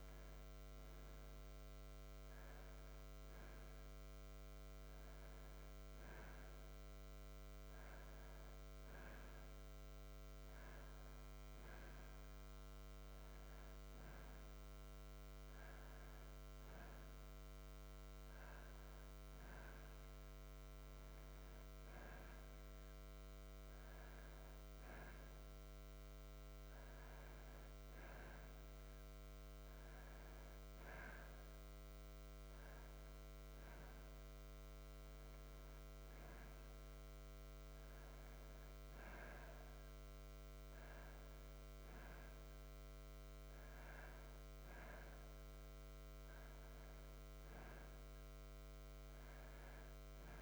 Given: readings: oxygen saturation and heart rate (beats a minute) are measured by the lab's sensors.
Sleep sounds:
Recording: breathing in sleep, hard to hear, by a microphone on the trachea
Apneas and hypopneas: none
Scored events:
10.50-50.42 s: new sleep stage, N2 (light sleep)
From the record:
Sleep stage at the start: N1 (lightest sleep)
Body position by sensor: on the back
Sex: male

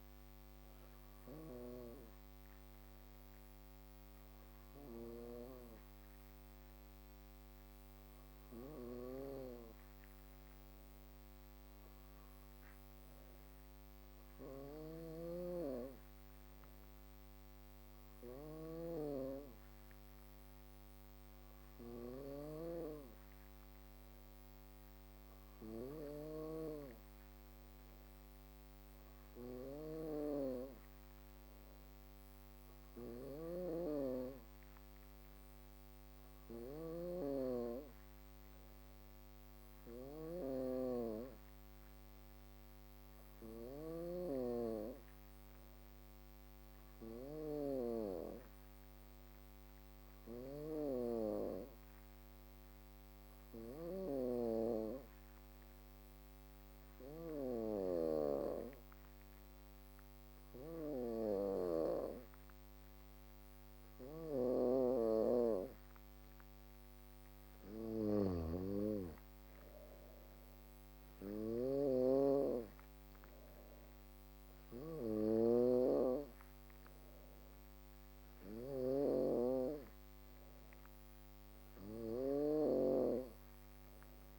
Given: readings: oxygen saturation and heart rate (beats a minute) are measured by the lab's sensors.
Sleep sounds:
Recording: breathing in sleep by a microphone on the trachea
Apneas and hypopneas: none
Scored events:
7.50-84.38 s: snoring (device-marked)
From the record:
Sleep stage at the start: N2 (light sleep)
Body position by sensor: on the back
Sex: female

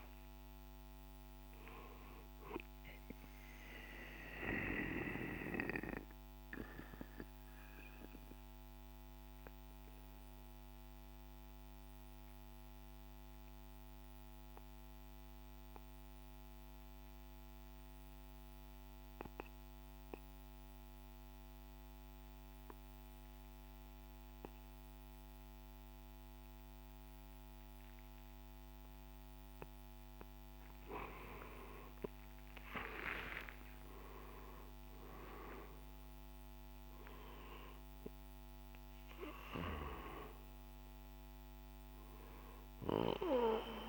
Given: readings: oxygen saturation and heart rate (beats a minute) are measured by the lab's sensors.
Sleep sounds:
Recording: breathing in sleep by a microphone on the trachea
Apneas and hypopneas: 1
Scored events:
0.00-8.50 s: drop in pulse transit time (device-marked, heart rate 52 extreme)
4.00-29.00 s: obstructive apnea (oxygen 98% before, 85% lowest, heart rate 66 before, 51 extreme, up 9 after)
5.50-19.50 s: oxygen desaturation (device-marked, oxygen 96% before, 90% lowest, heart rate 66 before, 51 extreme)
31.00-36.50 s: arousal
33.50-43.89 s: oxygen desaturation (device-marked, oxygen 98% before, 85% lowest, heart rate 54 before, 52 extreme)
34.50-43.89 s: drop in pulse transit time (device-marked, heart rate 54 before, 56 extreme)
From the record:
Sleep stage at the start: N2 (light sleep)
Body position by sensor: on the right side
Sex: male

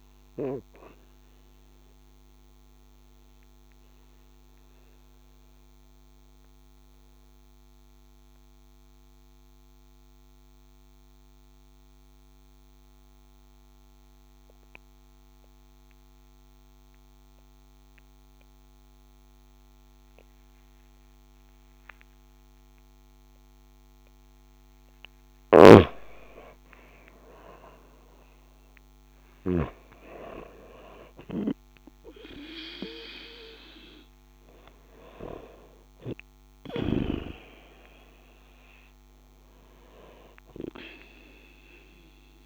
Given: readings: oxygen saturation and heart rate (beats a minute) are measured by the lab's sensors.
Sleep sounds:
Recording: breathing in sleep by a microphone on the trachea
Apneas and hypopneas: 1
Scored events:
0.00-7.00 s: oxygen desaturation (device-marked, oxygen 92% lowest)
0.50-24.00 s: mixed apnea (oxygen 96% before, 90% lowest)
26.00-42.46 s: oxygen desaturation (device-marked, oxygen 96% before, 90% lowest)
26.50-31.50 s: arousal
From the record:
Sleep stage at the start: N2 (light sleep)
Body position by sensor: on the back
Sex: female

